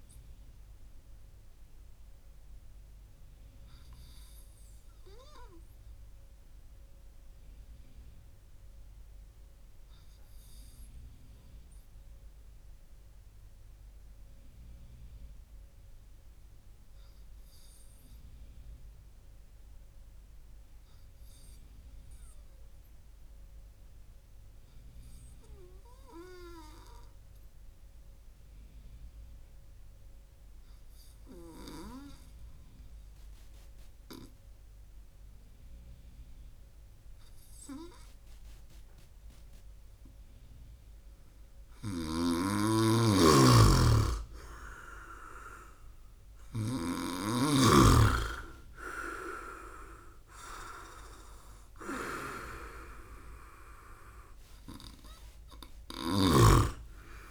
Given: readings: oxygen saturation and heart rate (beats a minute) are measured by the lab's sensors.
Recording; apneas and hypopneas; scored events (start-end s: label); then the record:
breathing in sleep by a room microphone; 1
1.50-41.00 s: obstructive apnea (oxygen 99% before, 96% lowest)
41.50-56.00 s: snoring (device-marked)
44.50-48.50 s: arousal
From the record:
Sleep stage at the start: N2 (light sleep); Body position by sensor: on the right side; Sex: male